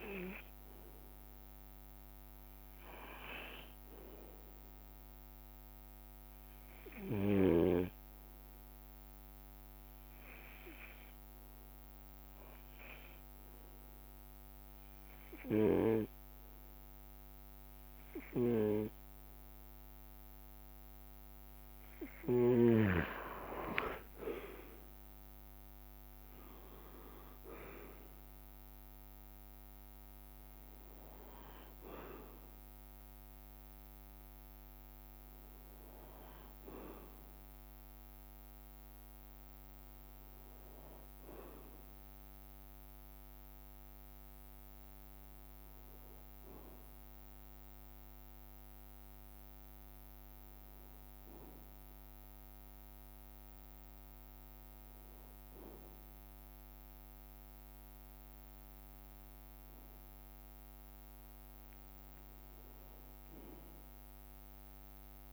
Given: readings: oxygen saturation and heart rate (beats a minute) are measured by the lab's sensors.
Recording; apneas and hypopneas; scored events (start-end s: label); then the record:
breathing in sleep by a microphone on the trachea; 1
0.00-1.00 s: arousal
0.50-65.33 s: bradycardia (device-marked)
4.00-6.00 s: long interval between heartbeats (device-marked)
6.50-22.50 s: hypopnea
23.50-28.00 s: leg movement (device-marked)
24.00-29.00 s: arousal
37.00-39.00 s: long interval between heartbeats (device-marked)
44.50-46.50 s: long interval between heartbeats (device-marked)
47.50-49.50 s: long interval between heartbeats (device-marked)
51.50-65.33 s: new sleep stage, awake
58.50-60.50 s: long interval between heartbeats (device-marked)
From the record:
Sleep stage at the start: REM sleep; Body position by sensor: on the right side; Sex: male